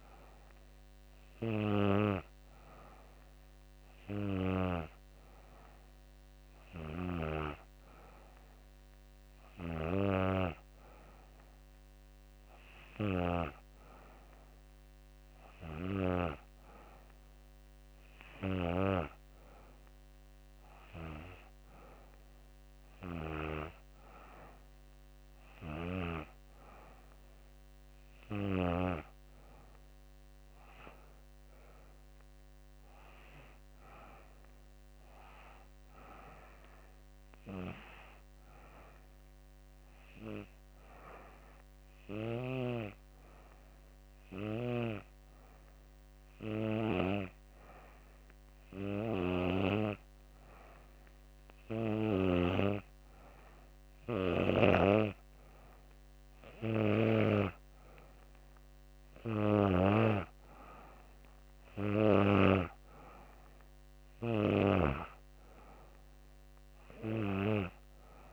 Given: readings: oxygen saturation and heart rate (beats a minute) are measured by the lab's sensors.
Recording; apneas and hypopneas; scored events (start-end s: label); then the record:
breathing in sleep by a microphone on the trachea; 1
32.00-35.50 s: arousal
39.00-50.00 s: hypopnea (oxygen 94% before, 91% lowest, heart rate 84 before, 81 extreme, up 3 after)
54.00-67.00 s: oxygen desaturation (device-marked, oxygen 94% before, 91% lowest, heart rate 83 before, 81 extreme)
From the record:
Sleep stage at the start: N2 (light sleep); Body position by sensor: on the back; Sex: female